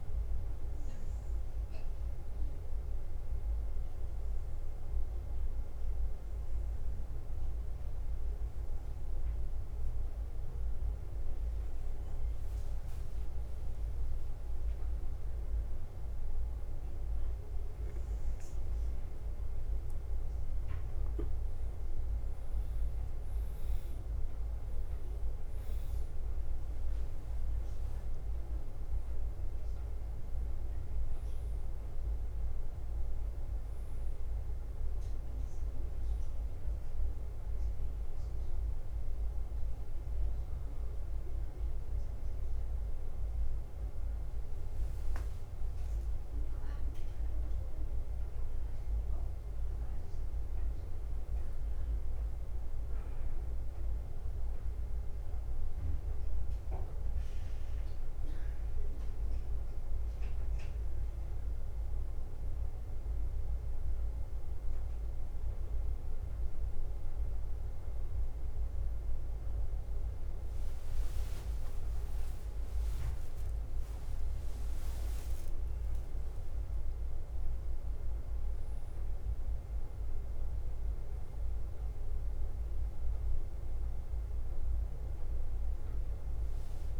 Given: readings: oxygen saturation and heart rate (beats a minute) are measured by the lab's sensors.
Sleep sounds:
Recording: breathing in sleep, hard to hear, by a room microphone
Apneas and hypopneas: 2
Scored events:
0.00-22.00 s: bradycardia (device-marked, heart rate 45 extreme)
0.50-14.00 s: obstructive apnea (oxygen 98% before, 96% lowest, heart rate 57 before, 48 extreme, up 4 after)
17.50-22.00 s: arousal
31.00-87.00 s: bradycardia (device-marked, heart rate 52 before, 44 extreme)
54.50-58.50 s: arousal
61.50-72.50 s: hypopnea (oxygen 99% before, 96% lowest, heart rate 55 before, 54 extreme, up 4 after)
75.50-80.00 s: arousal
From the record:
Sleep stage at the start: N1 (lightest sleep)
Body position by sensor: on the back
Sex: male

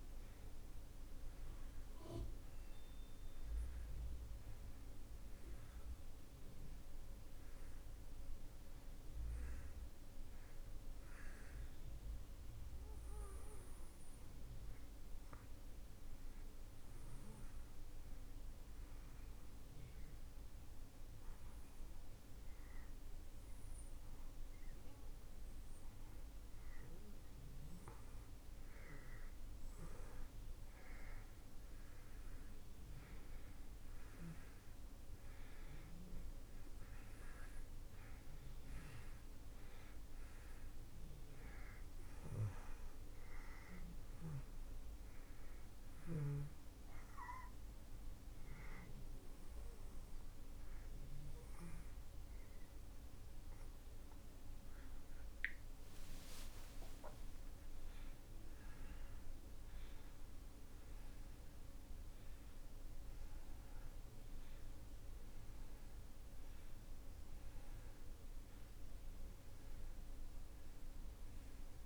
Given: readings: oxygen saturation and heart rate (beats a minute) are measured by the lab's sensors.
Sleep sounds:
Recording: breathing in sleep, hard to hear, by a room microphone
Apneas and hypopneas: 2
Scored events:
0.50-26.50 s: oxygen desaturation (device-marked, oxygen 93% before, 85% lowest)
17.50-28.50 s: obstructive apnea (oxygen 93% before, 87% lowest)
34.00-37.50 s: arousal
41.50-64.50 s: oxygen desaturation (device-marked, oxygen 93% before, 87% lowest)
45.00-56.00 s: hypopnea (oxygen 94% before, 87% lowest)
57.50-61.00 s: arousal
From the record:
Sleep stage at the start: N2 (light sleep)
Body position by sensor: on the back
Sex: male

